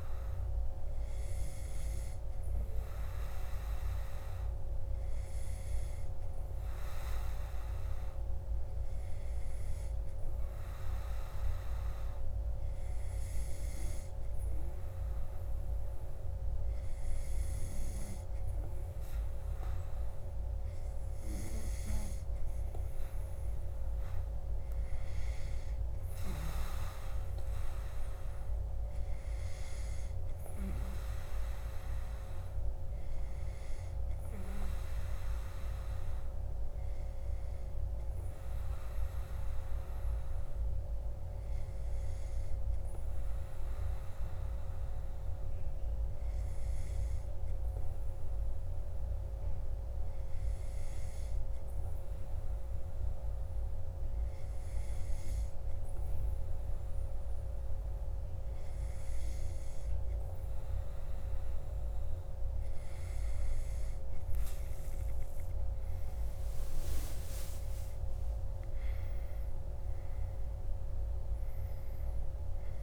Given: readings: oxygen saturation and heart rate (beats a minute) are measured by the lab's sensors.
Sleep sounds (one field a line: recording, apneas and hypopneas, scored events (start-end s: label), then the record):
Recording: breathing in sleep, hard to hear, by a room microphone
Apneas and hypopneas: none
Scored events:
69.00-72.83 s: arousal
From the record:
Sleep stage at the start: N2 (light sleep)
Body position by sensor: on the back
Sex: male